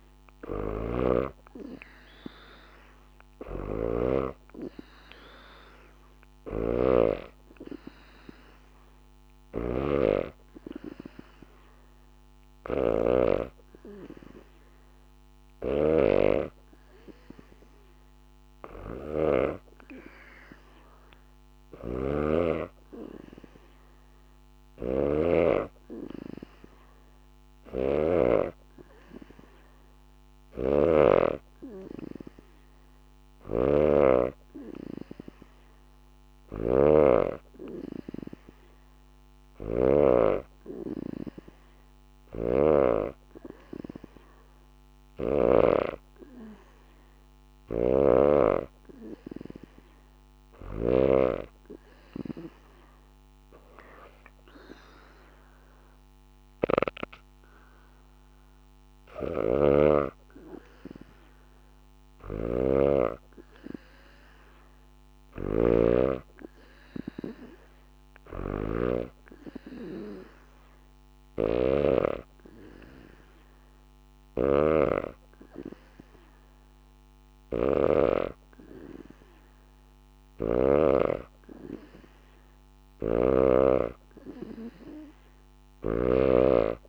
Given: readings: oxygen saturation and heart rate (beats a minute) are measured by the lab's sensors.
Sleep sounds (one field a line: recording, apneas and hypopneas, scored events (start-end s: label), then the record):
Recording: breathing in sleep by a microphone on the trachea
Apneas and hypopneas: none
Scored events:
0.00-13.00 s: snoring (device-marked)
15.00-28.00 s: snoring (device-marked)
30.00-45.50 s: snoring (device-marked)
59.00-80.50 s: snoring (device-marked)
82.50-86.00 s: snoring (device-marked)
From the record:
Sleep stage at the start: N2 (light sleep)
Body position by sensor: on the back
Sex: female